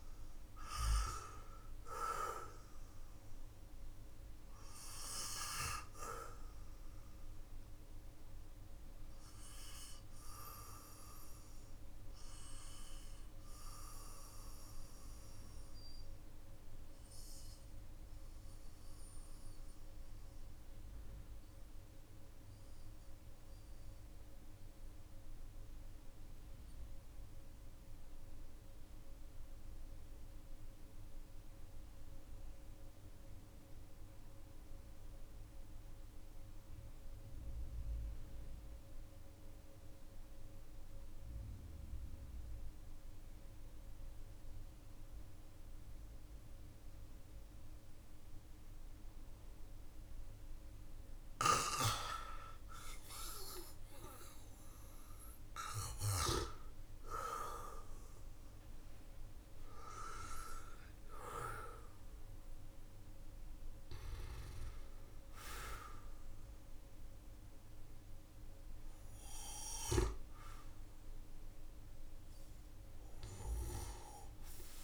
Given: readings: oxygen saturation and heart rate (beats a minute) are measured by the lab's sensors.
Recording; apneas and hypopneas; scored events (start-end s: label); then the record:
breathing in sleep by a room microphone; 1
0.00-30.00 s: oxygen desaturation (device-marked, oxygen 89% lowest, heart rate 45 extreme)
6.50-52.00 s: obstructive apnea (oxygen 98% before, 89% lowest, heart rate 53 before, 45 extreme, up 11 after)
46.00-74.83 s: oxygen desaturation (device-marked, oxygen 99% before, 91% lowest, heart rate 52 before, 46 extreme)
54.50-60.00 s: arousal
From the record:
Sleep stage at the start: N2 (light sleep); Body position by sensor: on the back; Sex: male